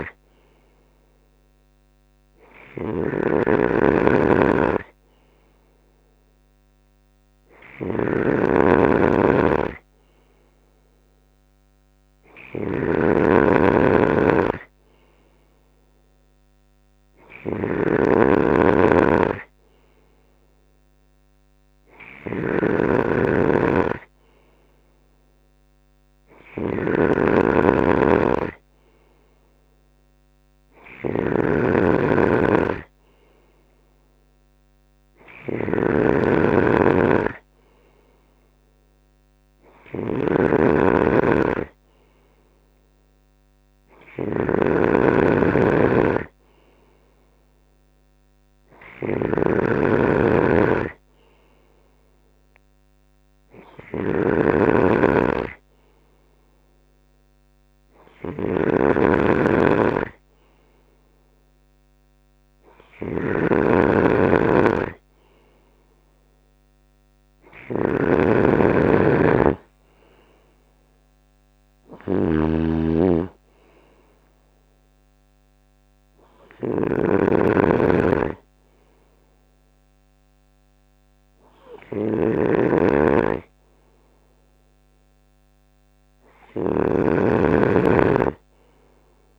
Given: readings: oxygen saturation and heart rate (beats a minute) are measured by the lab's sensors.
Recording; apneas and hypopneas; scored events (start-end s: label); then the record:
breathing in sleep by a microphone on the trachea; none
0.00-89.39 s: snoring (device-marked)
69.50-80.50 s: drop in pulse transit time (device-marked, heart rate 73 before, 70 extreme)
From the record:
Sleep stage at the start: N3 (deep sleep); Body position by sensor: on the right side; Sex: male